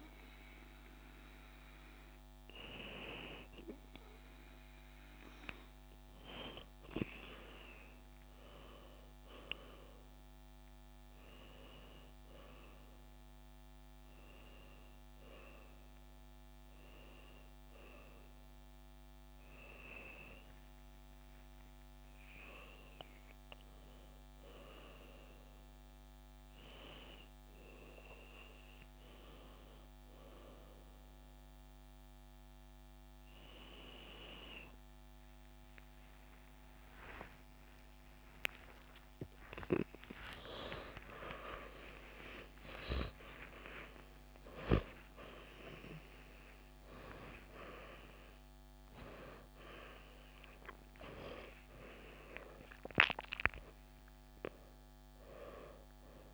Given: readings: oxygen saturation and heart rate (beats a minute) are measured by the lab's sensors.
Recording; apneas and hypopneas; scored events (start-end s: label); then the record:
a person awake in a sleep study, by a microphone on the trachea; none
21.50-56.34 s: new sleep stage, awake
From the record:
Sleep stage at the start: N2 (light sleep); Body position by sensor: on the back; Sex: female